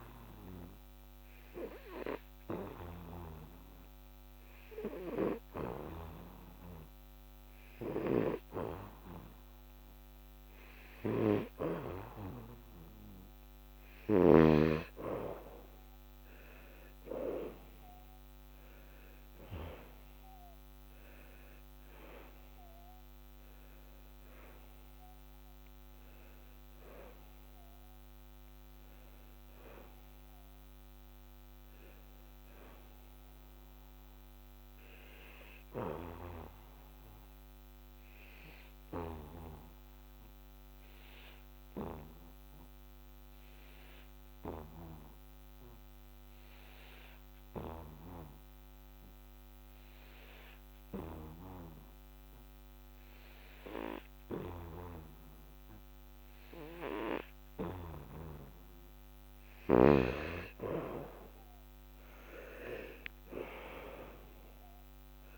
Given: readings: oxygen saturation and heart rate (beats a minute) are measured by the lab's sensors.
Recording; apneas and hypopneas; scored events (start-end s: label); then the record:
breathing in sleep by a microphone on the trachea; 2
1.00-15.00 s: oxygen desaturation (device-marked, oxygen 98% before, 92% lowest, heart rate 75 before, 70 extreme)
2.00-13.00 s: hypopnea (oxygen 98% before, 89% lowest, heart rate 75 before, 70 extreme, up 14 after)
15.50-20.00 s: arousal
17.00-41.00 s: oxygen desaturation (device-marked, oxygen 95% before, 92% lowest, heart rate 73 before, 71 extreme)
37.50-59.50 s: obstructive apnea (oxygen 95% before, 88% lowest, heart rate 83 before, 71 extreme, up 12 after)
57.00-65.38 s: oxygen desaturation (device-marked, oxygen 97% before, 88% lowest, heart rate 75 before, 74 extreme)
61.00-64.50 s: arousal
From the record:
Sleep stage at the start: N2 (light sleep); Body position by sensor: on the back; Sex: male